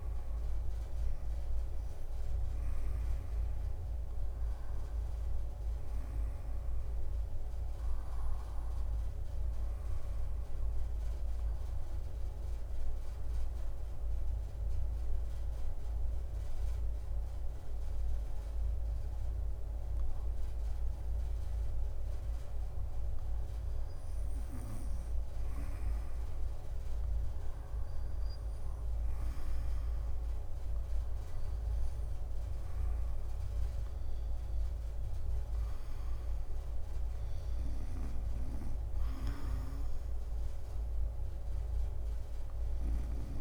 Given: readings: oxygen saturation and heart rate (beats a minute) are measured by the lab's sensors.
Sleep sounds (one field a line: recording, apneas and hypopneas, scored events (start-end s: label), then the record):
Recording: breathing in sleep, hard to hear, by a room microphone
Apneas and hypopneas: 1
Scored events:
0.00-1.00 s: arousal
0.00-18.00 s: oxygen desaturation (device-marked, oxygen 80% lowest, heart rate 76 extreme)
1.00-16.00 s: drop in pulse transit time (device-marked, heart rate 75 before, 80 extreme)
10.00-25.00 s: obstructive apnea (oxygen 87% before, 76% lowest, heart rate 78 before, 76 extreme, up 0 after)
26.00-42.00 s: oxygen desaturation (device-marked, oxygen 88% before, 76% lowest, heart rate 80 before, 73 extreme)
38.00-43.41 s: snoring (device-marked)
39.00-43.41 s: drop in pulse transit time (device-marked, heart rate 78 before, 76 extreme)
From the record:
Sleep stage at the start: REM sleep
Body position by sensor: on the back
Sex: female